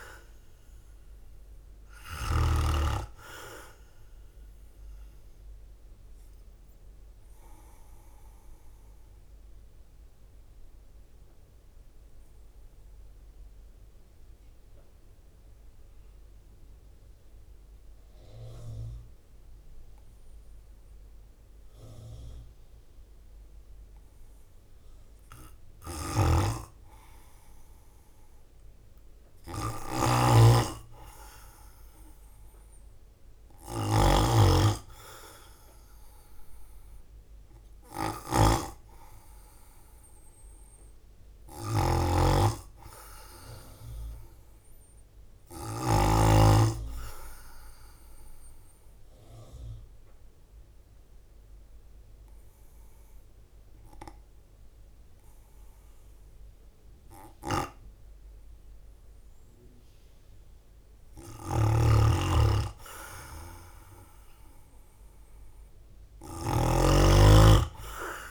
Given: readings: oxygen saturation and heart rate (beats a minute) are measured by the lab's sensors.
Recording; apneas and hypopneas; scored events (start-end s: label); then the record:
breathing in sleep by a room microphone; 2
0.00-12.00 s: drop in pulse transit time (device-marked, heart rate 55 extreme)
7.50-25.50 s: obstructive apnea (oxygen 99% before, 94% lowest, heart rate 59 before, 53 extreme, up 5 after)
23.00-31.00 s: oxygen desaturation (device-marked, oxygen 98% before, 95% lowest, heart rate 56 before, 56 extreme)
25.50-34.00 s: snoring (device-marked)
29.50-33.00 s: arousal
32.00-53.00 s: drop in pulse transit time (device-marked, heart rate 55 before, 56 extreme)
41.50-46.00 s: snoring (device-marked)
47.50-60.00 s: obstructive apnea (oxygen 98% before, 93% lowest, heart rate 58 before, 53 extreme, up 4 after)
61.00-68.31 s: snoring (device-marked)
64.00-68.31 s: oxygen desaturation (device-marked, oxygen 97% before, 94% lowest, heart rate 58 before, 52 extreme)
65.50-68.31 s: arousal
From the record:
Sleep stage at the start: N2 (light sleep); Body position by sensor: on the right side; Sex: male